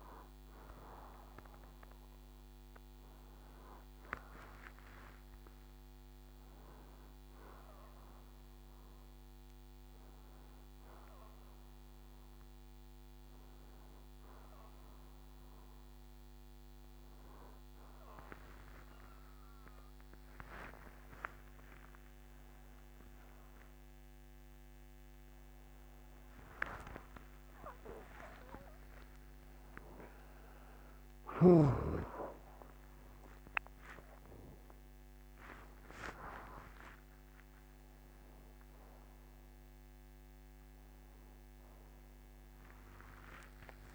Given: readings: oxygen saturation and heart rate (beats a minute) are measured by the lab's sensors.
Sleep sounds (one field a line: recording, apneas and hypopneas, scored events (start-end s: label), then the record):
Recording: a person partly awake in a sleep study, by a microphone on the trachea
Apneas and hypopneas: none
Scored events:
6.00-15.00 s: oxygen desaturation (device-marked, oxygen 92% before, 89% lowest, heart rate 77 before, 66 extreme)
24.00-43.95 s: new sleep stage, awake
From the record:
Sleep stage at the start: N1 (lightest sleep)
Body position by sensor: on the right side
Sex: male